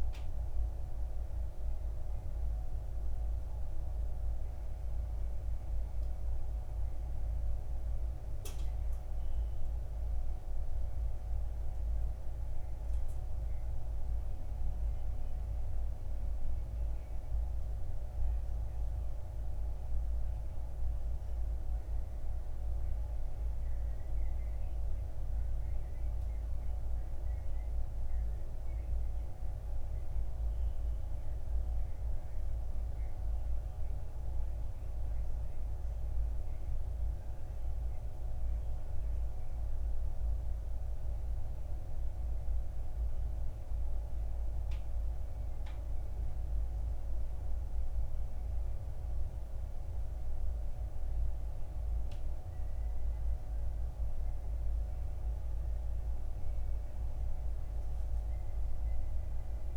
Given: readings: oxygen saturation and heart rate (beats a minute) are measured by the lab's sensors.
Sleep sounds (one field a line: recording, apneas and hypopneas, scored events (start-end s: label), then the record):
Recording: breathing in sleep, hard to hear, by a room microphone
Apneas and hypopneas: none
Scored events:
0.00-16.50 s: oxygen desaturation (device-marked, oxygen 93% lowest, heart rate 55 extreme)
21.50-25.00 s: arousal
From the record:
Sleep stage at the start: N2 (light sleep)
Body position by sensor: on the back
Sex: male